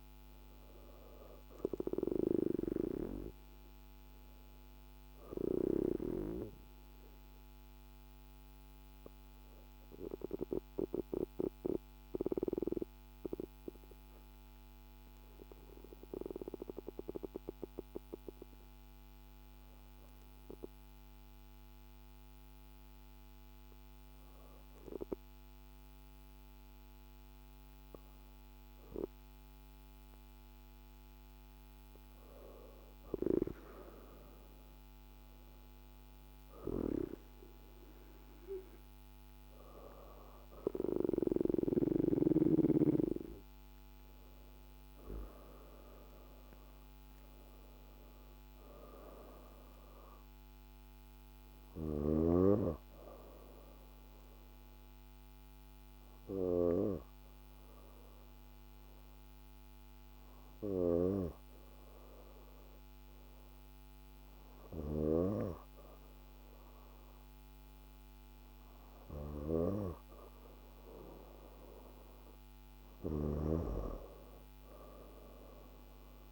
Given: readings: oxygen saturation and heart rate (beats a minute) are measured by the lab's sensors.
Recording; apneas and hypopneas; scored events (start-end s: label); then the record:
breathing in sleep by a microphone on the trachea; 2
0.00-18.50 s: oxygen desaturation (device-marked, oxygen 90% lowest, heart rate 38 extreme)
10.00-29.00 s: obstructive apnea (oxygen 96% before, 90% lowest, heart rate 53 before, 38 extreme, up 5 after)
31.50-52.50 s: oxygen desaturation (device-marked, oxygen 97% before, 92% lowest, heart rate 51 before, 38 extreme)
32.50-36.00 s: arousal
53.00-69.50 s: obstructive apnea (oxygen 97% before, 90% lowest, heart rate 45 before, 49 extreme, up 6 after)
64.00-73.00 s: snoring (device-marked)
68.50-76.32 s: oxygen desaturation (device-marked, oxygen 97% before, 90% lowest, heart rate 50 before, 37 extreme)
From the record:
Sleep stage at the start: N2 (light sleep); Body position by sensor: on the back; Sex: female